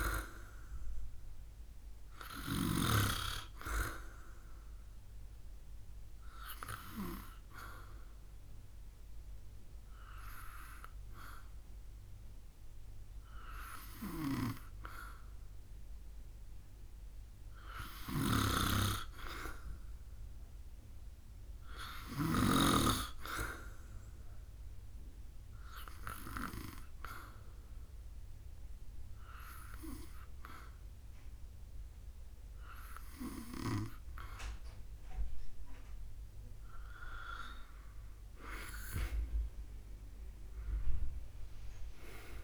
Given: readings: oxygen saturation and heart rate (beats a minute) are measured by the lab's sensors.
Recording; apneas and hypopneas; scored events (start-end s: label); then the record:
breathing in sleep by a room microphone; 2
0.00-2.50 s: oxygen desaturation (device-marked, oxygen 90% lowest, heart rate 69 extreme)
0.00-2.50 s: snoring (device-marked)
4.50-17.00 s: obstructive apnea (oxygen 95% before, 91% lowest, heart rate 71 before, 70 extreme, up 3 after)
13.50-22.00 s: snoring (device-marked)
19.00-22.00 s: arousal
24.00-36.00 s: obstructive apnea (oxygen 95% before, 92% lowest, heart rate 73 before, 70 extreme, up 5 after)
39.00-42.44 s: arousal
From the record:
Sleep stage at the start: N2 (light sleep); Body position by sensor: on the back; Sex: male